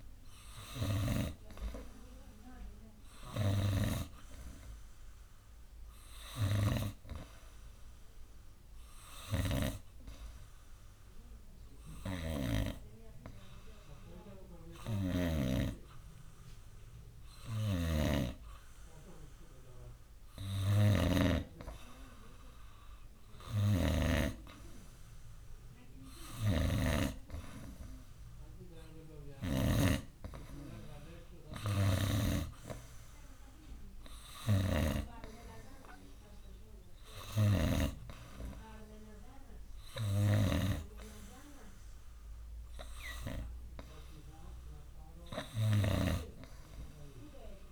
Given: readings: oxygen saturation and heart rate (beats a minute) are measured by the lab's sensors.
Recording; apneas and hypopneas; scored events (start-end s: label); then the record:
breathing in sleep by a room microphone; 1
9.50-13.00 s: snoring (device-marked)
10.00-20.50 s: obstructive apnea (oxygen 95% before, 93% lowest, heart rate 65 before, 63 extreme, up 0 after)
15.00-24.50 s: snoring (device-marked)
22.00-24.50 s: arousal
26.50-30.00 s: snoring (device-marked)
37.50-46.50 s: snoring (device-marked)
From the record:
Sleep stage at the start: N2 (light sleep); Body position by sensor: on the right side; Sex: male